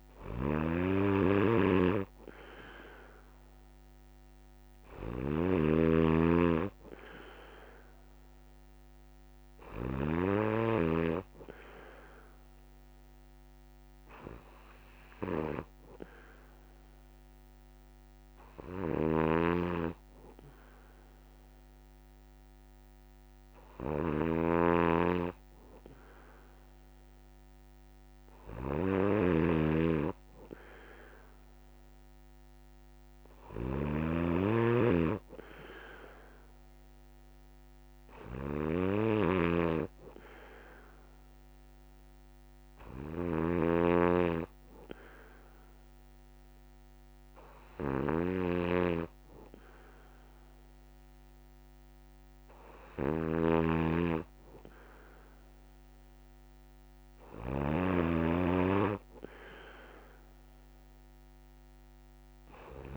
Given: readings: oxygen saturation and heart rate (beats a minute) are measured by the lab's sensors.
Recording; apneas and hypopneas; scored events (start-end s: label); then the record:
breathing in sleep by a microphone on the trachea; none
0.00-10.00 s: snoring (device-marked)
18.50-62.97 s: snoring (device-marked)
From the record:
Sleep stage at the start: N3 (deep sleep); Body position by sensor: on the back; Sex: male